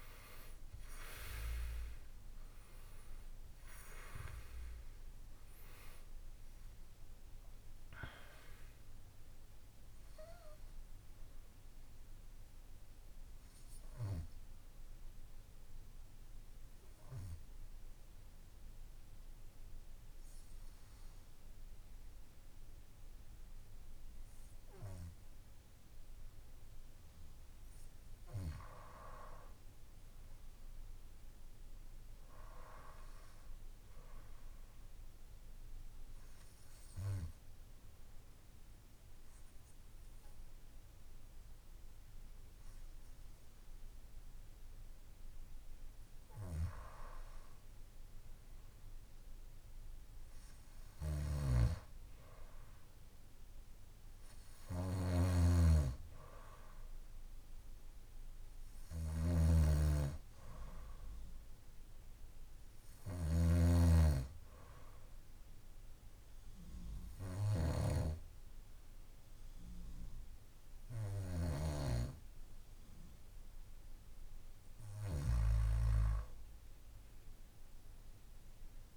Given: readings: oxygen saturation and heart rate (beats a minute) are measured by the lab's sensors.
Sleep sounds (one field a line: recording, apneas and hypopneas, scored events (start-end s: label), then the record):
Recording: breathing in sleep by a room microphone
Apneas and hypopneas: 2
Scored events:
0.00-23.50 s: oxygen desaturation (device-marked, oxygen 79% lowest, heart rate 55 extreme)
11.50-27.50 s: obstructive apnea (oxygen 92% before, 79% lowest, heart rate 69 before, 55 extreme, up 0 after)
29.50-33.00 s: arousal
35.50-48.50 s: obstructive apnea (oxygen 99% before, 91% lowest, heart rate 62 before, 54 extreme, up 2 after)
47.50-77.50 s: oxygen desaturation (device-marked, oxygen 97% before, 92% lowest, heart rate 58 before, 54 extreme)
50.00-53.50 s: arousal
50.50-67.50 s: snoring (device-marked)
77.50-78.97 s: arousal
From the record:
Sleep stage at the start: N2 (light sleep)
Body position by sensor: on the back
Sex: male